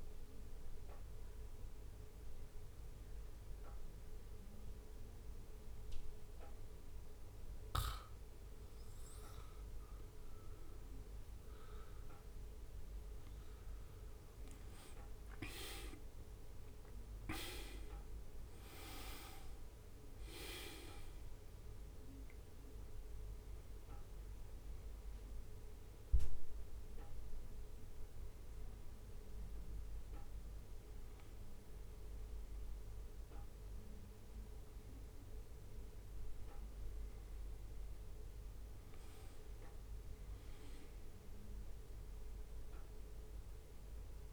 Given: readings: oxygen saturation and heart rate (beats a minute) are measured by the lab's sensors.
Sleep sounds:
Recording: breathing in sleep by a room microphone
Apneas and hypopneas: none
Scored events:
39.00-44.32 s: new sleep stage, N1 (lightest sleep)
From the record:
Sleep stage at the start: N2 (light sleep)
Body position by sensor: on the back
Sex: male

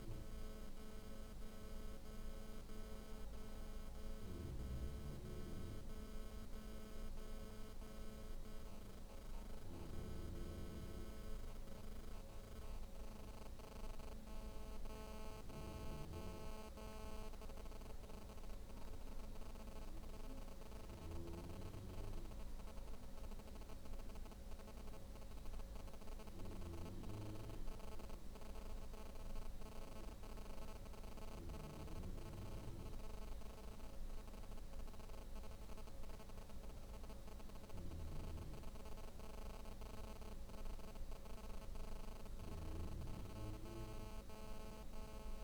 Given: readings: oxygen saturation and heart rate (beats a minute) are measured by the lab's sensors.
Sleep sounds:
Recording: breathing in sleep by a room microphone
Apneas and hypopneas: none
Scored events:
29.50-45.44 s: new sleep stage, N2 (light sleep)
From the record:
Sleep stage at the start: N1 (lightest sleep)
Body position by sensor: on the back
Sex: female

